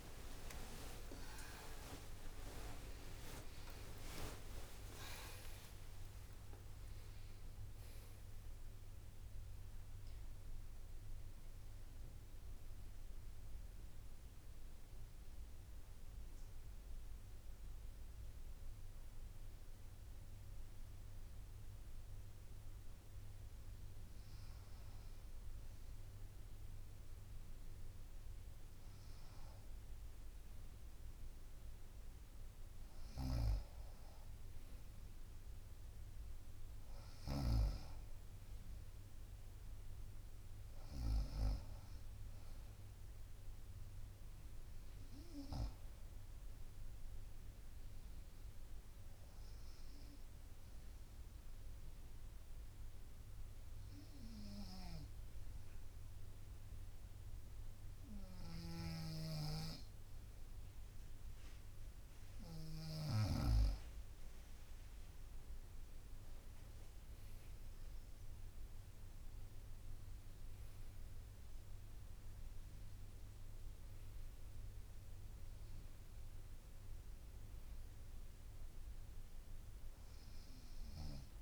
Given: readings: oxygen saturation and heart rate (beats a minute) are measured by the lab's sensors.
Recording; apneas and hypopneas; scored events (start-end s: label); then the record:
breathing in sleep by a room microphone; 2
0.00-2.00 s: long interval between heartbeats (device-marked, heart rate 66 before, 88 extreme)
0.00-6.50 s: tachycardia (device-marked, heart rate 142 extreme)
0.50-5.50 s: arousal
2.00-4.00 s: long interval between heartbeats (device-marked, heart rate 69 before, 118 extreme)
5.50-7.50 s: long interval between heartbeats (device-marked, heart rate 81 before, 112 extreme)
19.00-30.50 s: hypopnea (oxygen 95% before, 92% lowest, heart rate 96 before, 59 extreme, up 5 after)
23.50-26.50 s: bradycardia (device-marked, heart rate 72 before, 60 extreme)
33.00-36.50 s: arousal
34.50-48.50 s: drop in pulse transit time (device-marked, heart rate 64 before, 63 extreme)
40.50-81.42 s: new sleep stage, N2 (light sleep)
51.00-63.50 s: obstructive apnea (oxygen 96% before, 92% lowest, heart rate 64 before, 61 extreme, up 9 after)
54.50-63.00 s: snoring (device-marked)
66.00-69.50 s: arousal
From the record:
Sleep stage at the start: N1 (lightest sleep); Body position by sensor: on the right side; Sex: female